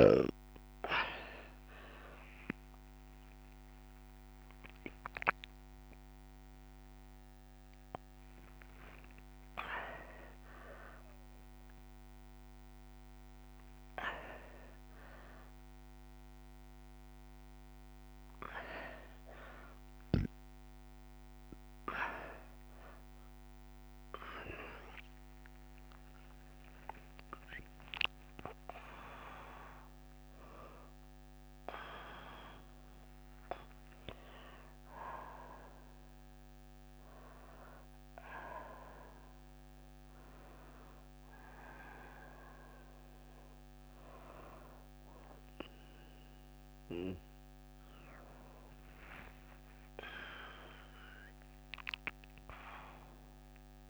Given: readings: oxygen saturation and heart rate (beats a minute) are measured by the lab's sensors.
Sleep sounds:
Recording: a person awake in a sleep study, by a microphone on the trachea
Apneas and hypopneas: none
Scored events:
50.50-53.90 s: new sleep stage, N1 (lightest sleep)
From the record:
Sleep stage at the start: awake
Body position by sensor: on the back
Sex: female

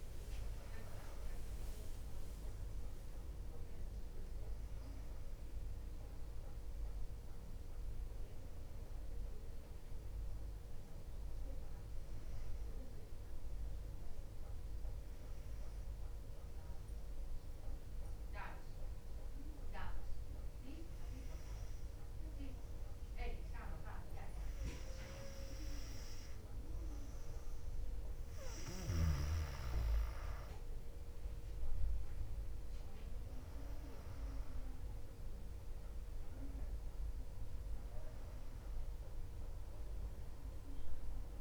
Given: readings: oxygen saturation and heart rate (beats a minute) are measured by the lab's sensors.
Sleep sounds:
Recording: breathing in sleep by a room microphone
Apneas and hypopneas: 1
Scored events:
1.50-13.50 s: drop in pulse transit time (device-marked, heart rate 60 before, 62 extreme)
8.00-11.00 s: arousal
14.50-25.50 s: hypopnea (oxygen 98% before, 94% lowest, heart rate 63 before, 58 extreme, up 3 after)
28.00-33.00 s: arousal
32.50-41.41 s: oxygen desaturation (device-marked, oxygen 99% before, 95% lowest, heart rate 60 before, 57 extreme)
From the record:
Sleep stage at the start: REM sleep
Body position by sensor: on the back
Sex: female

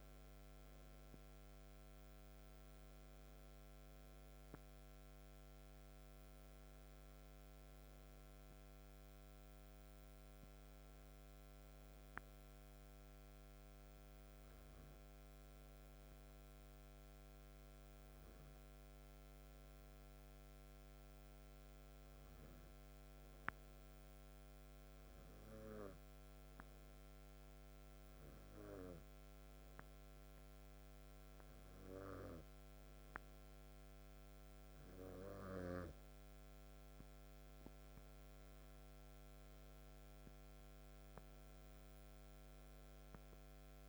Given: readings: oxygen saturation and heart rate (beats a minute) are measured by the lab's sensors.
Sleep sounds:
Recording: breathing in sleep by a microphone on the trachea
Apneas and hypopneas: 1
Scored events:
12.00-36.50 s: hypopnea (oxygen 97% before, 93% lowest, heart rate 61 before, 60 extreme, up 4 after)
38.00-41.00 s: arousal
From the record:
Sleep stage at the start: N2 (light sleep)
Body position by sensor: on the back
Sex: male

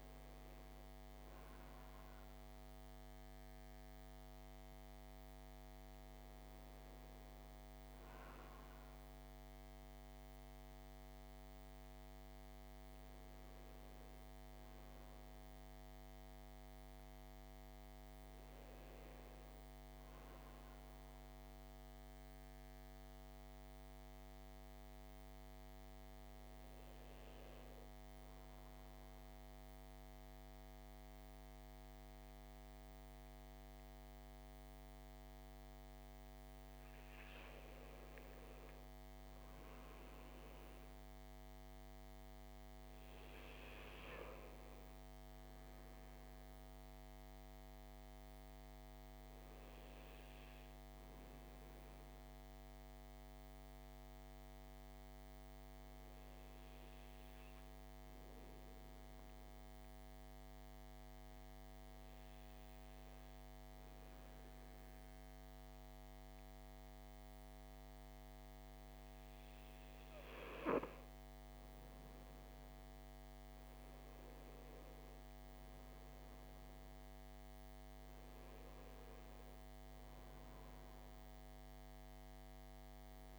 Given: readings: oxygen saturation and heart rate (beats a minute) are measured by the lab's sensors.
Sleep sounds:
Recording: breathing in sleep, hard to hear, by a microphone on the trachea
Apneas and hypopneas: 2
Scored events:
0.00-3.50 s: oxygen desaturation (device-marked, oxygen 92% lowest, heart rate 56 extreme)
14.50-17.50 s: arousal
20.50-37.00 s: hypopnea (oxygen 98% before, 92% lowest, heart rate 60 before, 55 extreme, up 4 after)
38.50-60.50 s: oxygen desaturation (device-marked, oxygen 97% before, 92% lowest, heart rate 61 before, 55 extreme)
39.50-42.50 s: arousal
51.50-69.00 s: obstructive apnea (oxygen 97% before, 89% lowest, heart rate 59 before, 55 extreme, up 8 after)
71.50-75.50 s: arousal
72.50-83.39 s: oxygen desaturation (device-marked, oxygen 97% before, 92% lowest, heart rate 56 before, 56 extreme)
From the record:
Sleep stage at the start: N2 (light sleep)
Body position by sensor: on the back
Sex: male

